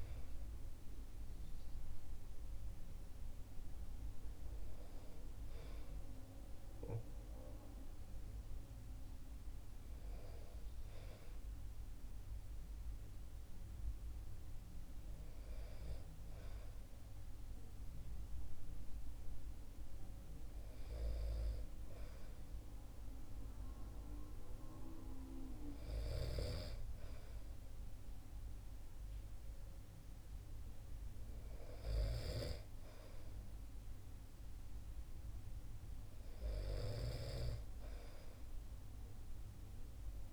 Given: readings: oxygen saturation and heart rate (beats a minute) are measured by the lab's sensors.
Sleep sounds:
breathing in sleep by a room microphone; none
none scored
From the record:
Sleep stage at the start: N1 (lightest sleep); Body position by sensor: on the back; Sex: male

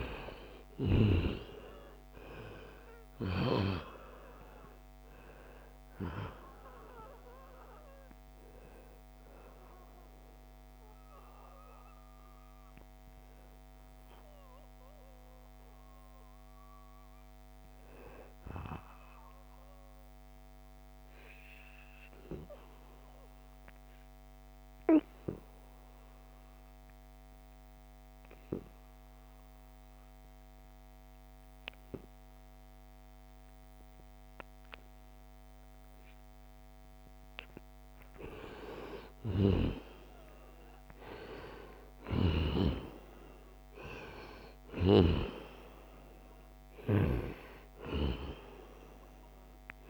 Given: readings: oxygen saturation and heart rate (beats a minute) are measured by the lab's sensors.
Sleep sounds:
breathing in sleep by a microphone on the trachea; 1
0.00-2.00 s: arousal
0.00-20.50 s: oxygen desaturation (device-marked, oxygen 90% lowest, heart rate 72 extreme)
21.00-36.50 s: obstructive apnea (oxygen 96% before, 90% lowest, heart rate 79 before, 72 extreme, up 11 after)
35.50-49.90 s: oxygen desaturation (device-marked, oxygen 97% before, 92% lowest, heart rate 75 before, 66 extreme)
38.00-44.00 s: arousal
From the record:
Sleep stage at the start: N2 (light sleep); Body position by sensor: on the right side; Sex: male

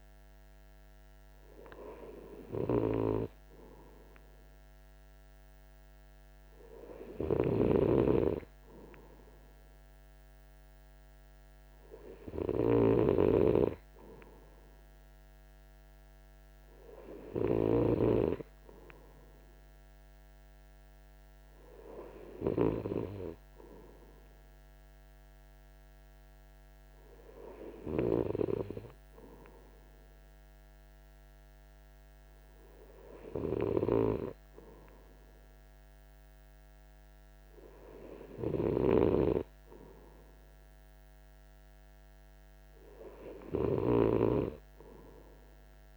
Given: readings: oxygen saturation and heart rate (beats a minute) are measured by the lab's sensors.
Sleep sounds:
breathing in sleep by a microphone on the trachea; none
none scored
From the record:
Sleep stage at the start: N2 (light sleep); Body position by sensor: on the right side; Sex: male

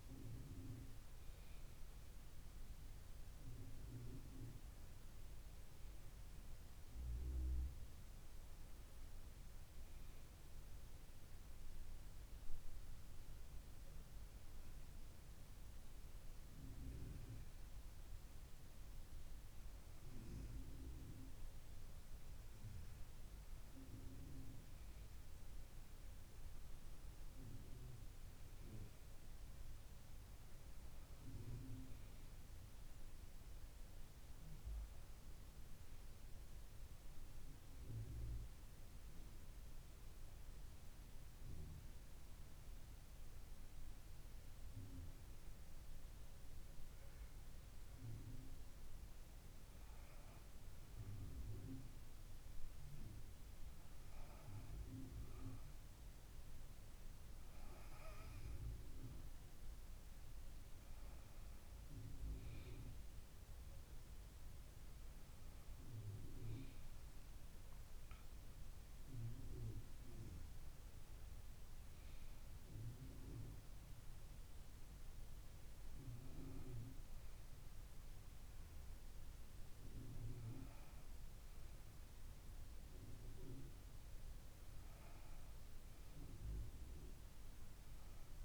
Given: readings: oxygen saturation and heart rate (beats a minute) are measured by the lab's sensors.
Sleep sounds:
breathing in sleep by a room microphone; 2
10.50-21.50 s: hypopnea (oxygen 98% before, 95% lowest, heart rate 74 before, 67 extreme, up 4 after)
23.50-27.50 s: arousal
29.00-88.45 s: new sleep stage, N2 (light sleep)
39.50-54.50 s: hypopnea (oxygen 97% before, 95% lowest, heart rate 70 before, 68 extreme, up 4 after)
59.50-65.50 s: arousal
From the record:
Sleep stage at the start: N1 (lightest sleep); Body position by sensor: on the back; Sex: female

